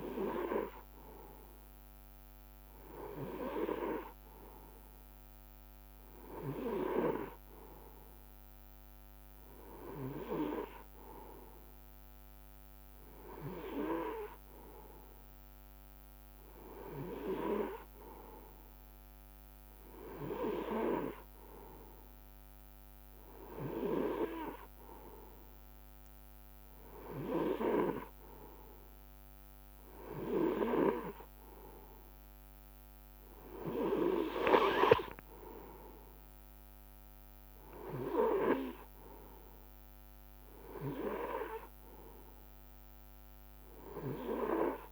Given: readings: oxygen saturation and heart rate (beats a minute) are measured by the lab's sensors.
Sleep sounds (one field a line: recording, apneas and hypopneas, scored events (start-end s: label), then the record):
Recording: breathing in sleep by a microphone on the trachea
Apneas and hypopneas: none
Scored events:
none scored
From the record:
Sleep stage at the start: N3 (deep sleep)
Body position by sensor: on the right side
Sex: male